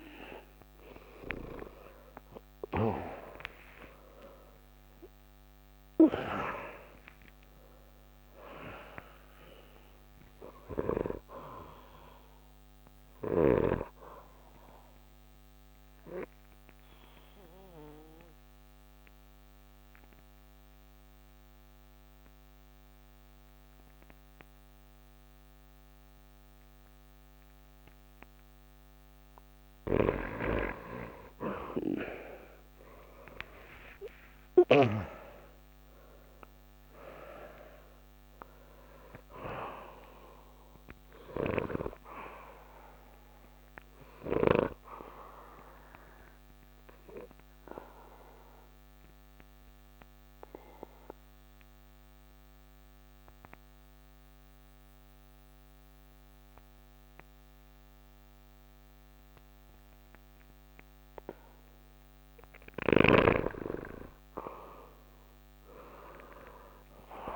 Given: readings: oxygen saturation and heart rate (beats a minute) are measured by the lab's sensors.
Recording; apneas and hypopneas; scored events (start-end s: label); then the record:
breathing in sleep by a microphone on the trachea; 2
0.50-26.50 s: oxygen desaturation (device-marked, oxygen 97% before, 88% lowest)
4.00-10.00 s: arousal
15.50-28.50 s: obstructive apnea (oxygen 97% before, 87% lowest, heart rate 126 before, 62 extreme, up 33 after)
32.50-37.00 s: arousal
38.50-56.50 s: oxygen desaturation (device-marked, oxygen 97% before, 87% lowest, heart rate 70 before, 65 extreme)
44.00-62.50 s: obstructive apnea (oxygen 97% before, 87% lowest, heart rate 76 before, 65 extreme, up 1 after)
65.50-67.36 s: arousal
65.50-67.36 s: oxygen desaturation (device-marked, oxygen 97% before, 87% lowest)
From the record:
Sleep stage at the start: N2 (light sleep); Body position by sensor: on the back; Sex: male